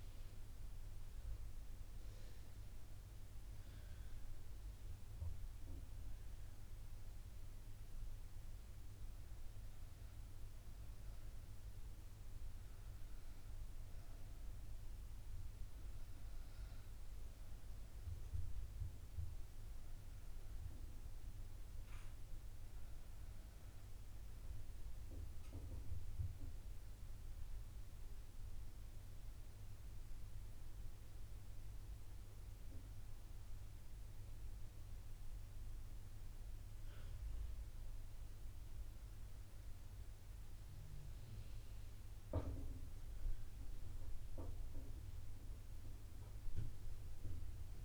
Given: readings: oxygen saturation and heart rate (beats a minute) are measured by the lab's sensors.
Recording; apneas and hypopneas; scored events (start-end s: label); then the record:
breathing in sleep, hard to hear, by a room microphone; none
19.50-40.50 s: oxygen desaturation (device-marked, oxygen 97% before, 94% lowest, heart rate 73 before, 70 extreme)
From the record:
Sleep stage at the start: REM sleep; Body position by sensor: on the right side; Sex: female